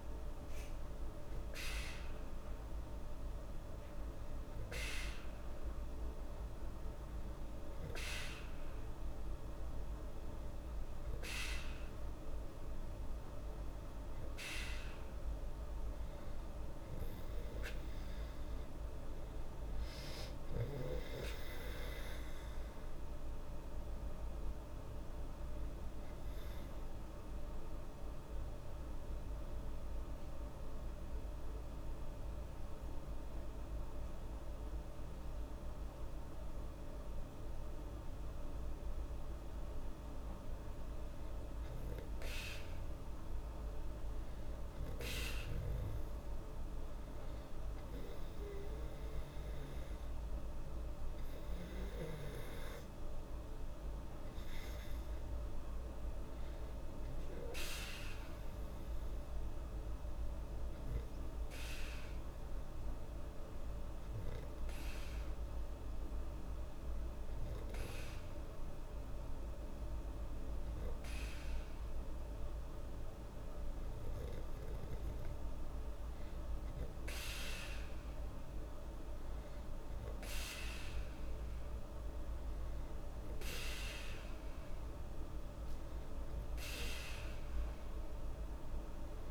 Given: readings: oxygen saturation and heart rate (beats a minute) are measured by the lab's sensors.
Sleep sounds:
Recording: breathing in sleep, hard to hear, by a room microphone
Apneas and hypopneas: 2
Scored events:
28.00-38.50 s: hypopnea (oxygen 96% before, 95% lowest, heart rate 78 before, 76 extreme, up 2 after)
40.50-44.50 s: arousal
60.50-73.50 s: hypopnea (oxygen 98% before, 95% lowest, heart rate 78 before, 75 extreme, up 4 after)
74.50-78.00 s: arousal
From the record:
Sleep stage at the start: N2 (light sleep)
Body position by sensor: on the back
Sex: female

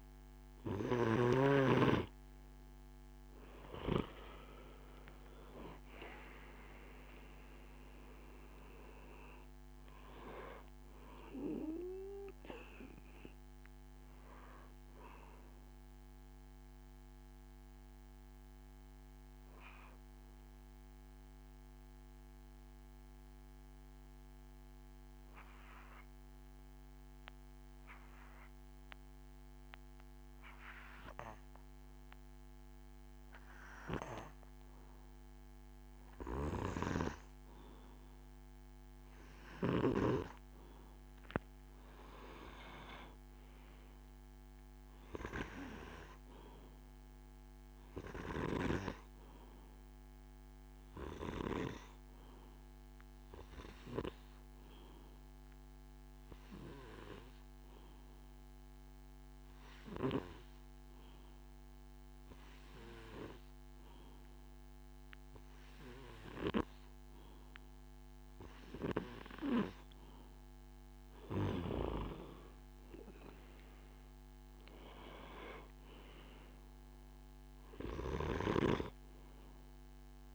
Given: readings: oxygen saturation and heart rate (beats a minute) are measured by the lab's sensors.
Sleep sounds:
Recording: breathing in sleep by a microphone on the trachea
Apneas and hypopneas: 2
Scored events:
17.00-35.00 s: obstructive apnea (oxygen 95% before, 93% lowest, heart rate 80 before, 68 extreme, up 3 after)
37.00-39.50 s: arousal
41.00-58.00 s: oxygen desaturation (device-marked, oxygen 100% before, 93% lowest, heart rate 71 before, 68 extreme)
55.50-70.00 s: obstructive apnea (oxygen 100% before, 90% lowest, heart rate 76 before, 67 extreme, up 10 after)
72.00-80.35 s: oxygen desaturation (device-marked, oxygen 98% before, 93% lowest, heart rate 71 before, 66 extreme)
73.00-77.00 s: arousal
From the record:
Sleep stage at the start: N2 (light sleep)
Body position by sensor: on the back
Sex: male

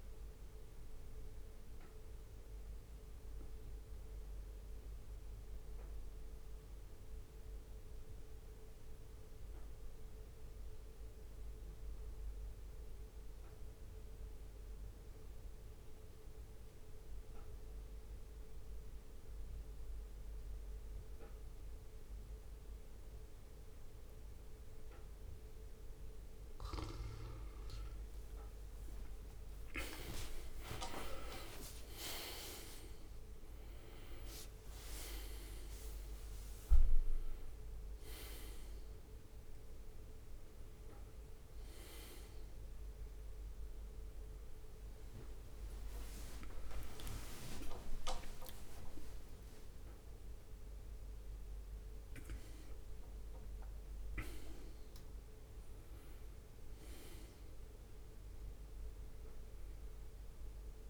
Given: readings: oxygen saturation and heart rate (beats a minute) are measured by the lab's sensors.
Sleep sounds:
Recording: breathing in sleep by a room microphone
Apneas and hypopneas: 1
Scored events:
0.00-15.00 s: oxygen desaturation (device-marked, oxygen 93% lowest, heart rate 63 extreme)
3.50-26.00 s: obstructive apnea (oxygen 98% before, 87% lowest, heart rate 65 before, 63 extreme, up 6 after)
21.00-35.00 s: oxygen desaturation (device-marked, oxygen 95% before, 89% lowest, heart rate 64 before, 65 extreme)
26.50-28.50 s: leg movement (device-marked)
28.00-33.00 s: arousal
40.00-58.00 s: oxygen desaturation (device-marked, oxygen 91% before, 87% lowest, heart rate 67 before, 65 extreme)
44.00-50.50 s: leg movement (device-marked)
50.00-60.90 s: new sleep stage, N1 (lightest sleep)
52.00-53.50 s: leg movement (device-marked)
From the record:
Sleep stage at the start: N2 (light sleep)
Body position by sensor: on the back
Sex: male

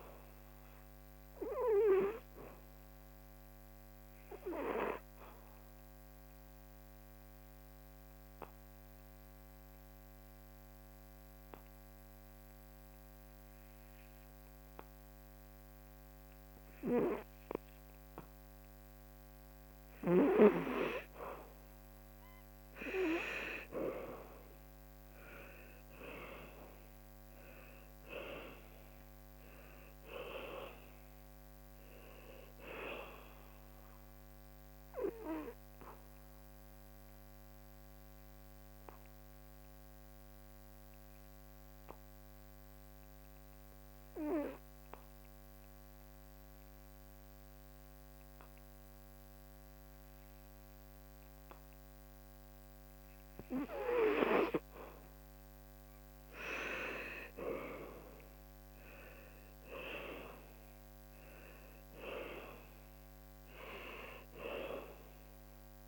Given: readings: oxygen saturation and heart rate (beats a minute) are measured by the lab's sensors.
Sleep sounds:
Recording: breathing in sleep by a microphone on the trachea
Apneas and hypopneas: 2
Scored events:
0.00-18.00 s: oxygen desaturation (device-marked, oxygen 86% lowest, heart rate 68 extreme)
1.00-20.50 s: obstructive apnea (oxygen 98% before, 86% lowest, heart rate 73 before, 72 extreme, up 8 after)
23.50-27.00 s: arousal
24.00-44.00 s: oxygen desaturation (device-marked, oxygen 98% before, 88% lowest, heart rate 73 before, 70 extreme)
34.00-54.50 s: obstructive apnea (oxygen 98% before, 82% lowest, heart rate 76 before, 70 extreme, up 10 after)
55.00-65.88 s: oxygen desaturation (device-marked, oxygen 98% before, 86% lowest, heart rate 76 before, 65 extreme)
57.00-62.00 s: arousal
From the record:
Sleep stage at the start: N2 (light sleep)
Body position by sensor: on the back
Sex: male

